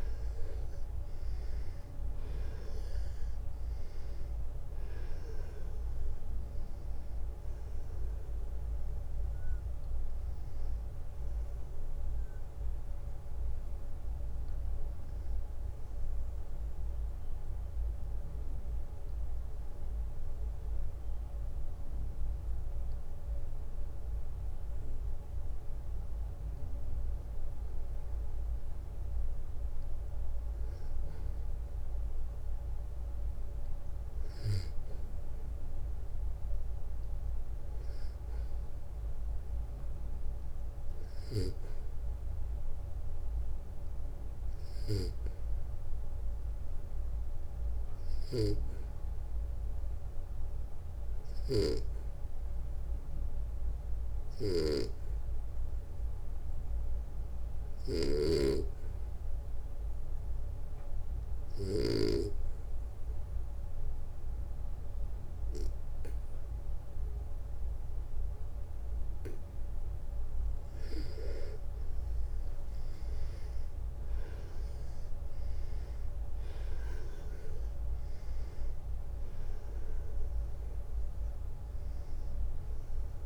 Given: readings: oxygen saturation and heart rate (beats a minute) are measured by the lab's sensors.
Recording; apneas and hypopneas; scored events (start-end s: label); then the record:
breathing in sleep by a room microphone; 2
0.00-4.00 s: oxygen desaturation (device-marked, oxygen 93% lowest, heart rate 56 extreme)
1.00-5.00 s: arousal
15.50-29.00 s: hypopnea (oxygen 96% before, 90% lowest, heart rate 65 before, 56 extreme, up 2 after)
30.00-37.00 s: oxygen desaturation (device-marked, oxygen 94% before, 90% lowest, heart rate 61 before, 58 extreme)
36.00-40.50 s: arousal
49.50-68.50 s: obstructive apnea (oxygen 98% before, 90% lowest, heart rate 58 before, 59 extreme, up 8 after)
50.50-61.50 s: snoring (device-marked)
71.50-75.50 s: arousal
From the record:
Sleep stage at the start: N2 (light sleep); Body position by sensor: on the back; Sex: male